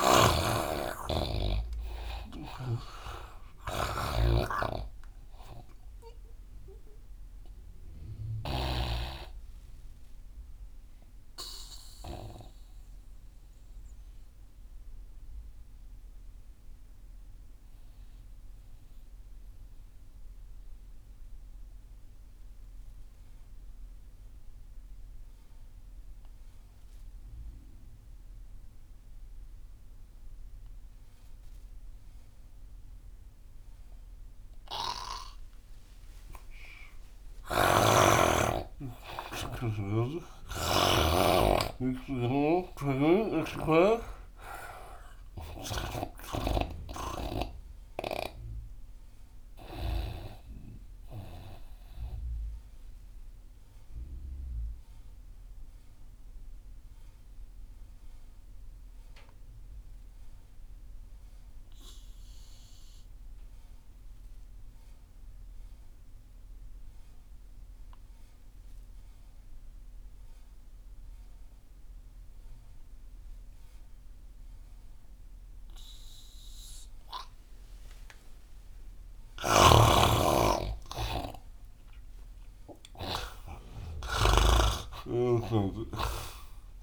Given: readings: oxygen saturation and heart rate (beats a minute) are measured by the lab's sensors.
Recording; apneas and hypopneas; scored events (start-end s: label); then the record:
breathing in sleep by a room microphone; 2
0.00-18.00 s: oxygen desaturation (device-marked, oxygen 84% lowest)
0.50-9.00 s: snoring (device-marked)
10.00-39.50 s: mixed apnea (oxygen 99% before, 84% lowest)
31.00-57.00 s: oxygen desaturation (device-marked, oxygen 99% before, 88% lowest)
38.00-43.00 s: arousal
42.50-47.00 s: snoring (device-marked)
47.00-78.00 s: obstructive apnea (oxygen 99% before, 85% lowest)
72.00-86.83 s: oxygen desaturation (device-marked, oxygen 98% before, 85% lowest)
79.50-83.00 s: arousal
79.50-85.00 s: snoring (device-marked)
From the record:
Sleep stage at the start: N2 (light sleep); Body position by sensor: on the right side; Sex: male